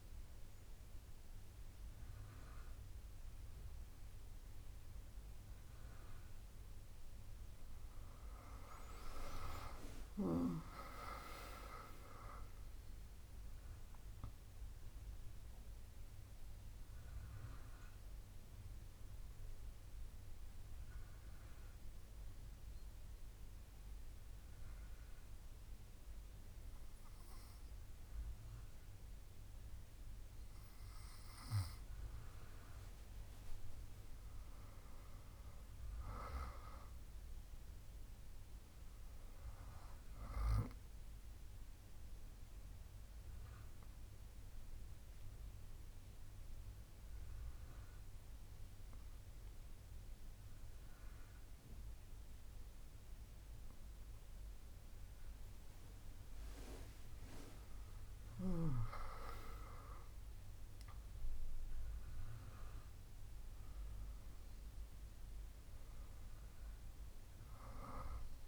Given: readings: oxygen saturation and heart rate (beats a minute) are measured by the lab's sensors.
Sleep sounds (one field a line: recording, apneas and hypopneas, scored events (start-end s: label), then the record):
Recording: breathing in sleep by a room microphone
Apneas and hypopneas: 2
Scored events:
9.50-13.00 s: arousal
14.50-30.00 s: obstructive apnea (oxygen 98% before, 96% lowest, heart rate 70 before, 69 extreme, up 6 after)
22.00-68.48 s: new sleep stage, N2 (light sleep)
33.50-37.50 s: arousal
43.00-56.50 s: obstructive apnea (oxygen 99% before, 97% lowest, heart rate 72 before, 68 extreme, up 9 after)
58.00-63.50 s: arousal
From the record:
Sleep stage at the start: N1 (lightest sleep)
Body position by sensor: on the back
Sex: female